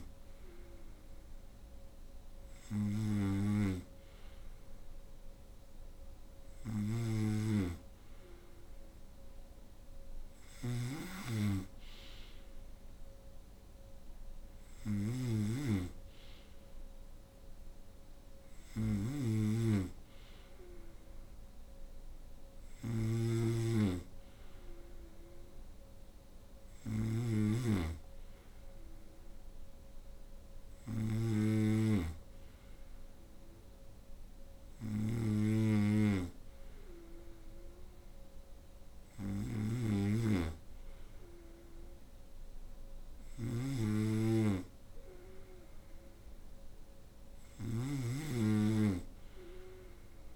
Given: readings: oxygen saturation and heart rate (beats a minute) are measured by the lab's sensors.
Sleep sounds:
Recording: breathing in sleep by a room microphone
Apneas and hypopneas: none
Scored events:
0.00-50.36 s: snoring (device-marked)
From the record:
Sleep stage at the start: N2 (light sleep)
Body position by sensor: on the right side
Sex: female

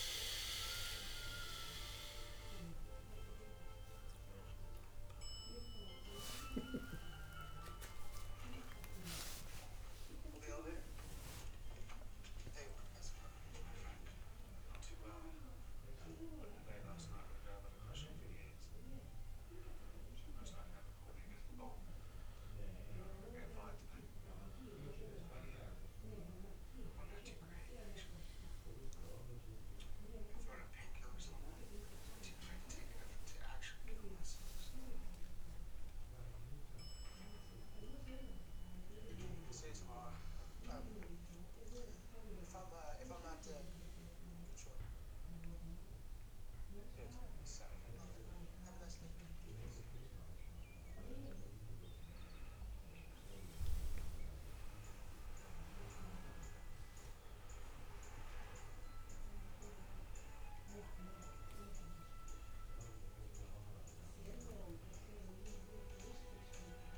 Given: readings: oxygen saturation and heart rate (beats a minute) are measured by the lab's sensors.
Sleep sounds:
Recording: a person awake in a sleep study, by a room microphone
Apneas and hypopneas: none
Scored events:
none scored
From the record:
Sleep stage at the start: awake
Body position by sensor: on the back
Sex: male

